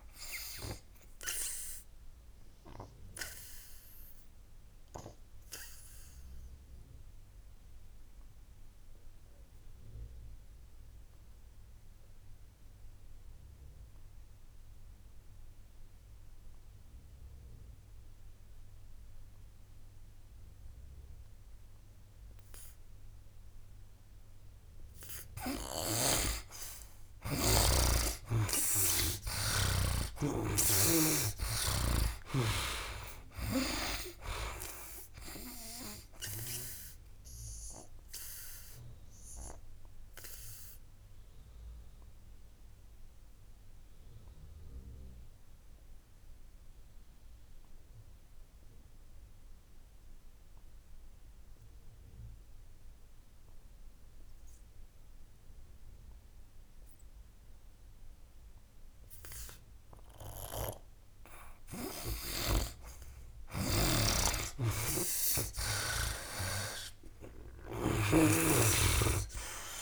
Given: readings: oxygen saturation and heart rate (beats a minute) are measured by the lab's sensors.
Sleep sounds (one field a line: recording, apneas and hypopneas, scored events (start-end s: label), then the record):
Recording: breathing in sleep by a room microphone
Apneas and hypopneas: 2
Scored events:
0.00-21.00 s: oxygen desaturation (device-marked, oxygen 74% lowest, heart rate 63 extreme)
1.00-25.00 s: obstructive apnea (oxygen 98% before, 74% lowest, heart rate 68 before, 63 extreme, up 11 after)
25.50-30.00 s: snoring (device-marked)
28.50-32.50 s: arousal
34.00-56.00 s: oxygen desaturation (device-marked, oxygen 97% before, 75% lowest, heart rate 66 before, 63 extreme)
36.50-62.00 s: obstructive apnea (oxygen 98% before, 75% lowest, heart rate 68 before, 63 extreme, up 14 after)
60.00-68.00 s: snoring (device-marked)
62.00-69.82 s: oxygen desaturation (device-marked, oxygen 98% before, 75% lowest, heart rate 67 before, 63 extreme)
65.00-68.50 s: arousal
From the record:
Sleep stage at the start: N2 (light sleep)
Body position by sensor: on the back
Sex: male